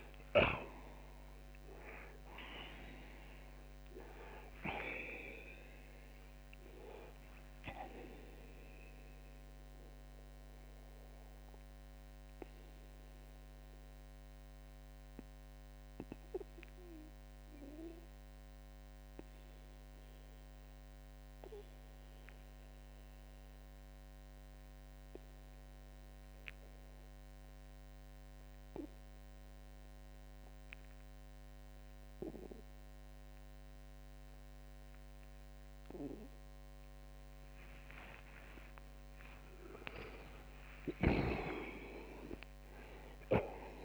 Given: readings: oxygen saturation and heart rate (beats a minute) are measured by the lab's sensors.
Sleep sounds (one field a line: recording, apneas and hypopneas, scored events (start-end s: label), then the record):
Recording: breathing in sleep by a microphone on the trachea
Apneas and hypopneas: 1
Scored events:
3.00-34.00 s: oxygen desaturation (device-marked, oxygen 93% before, 80% lowest, heart rate 114 before, 67 extreme)
6.50-37.50 s: obstructive apnea (oxygen 93% before, 77% lowest, heart rate 120 before, 67 extreme)
39.50-42.00 s: arousal
40.50-43.85 s: snoring (device-marked)
From the record:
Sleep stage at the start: N2 (light sleep)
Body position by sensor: on the back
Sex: male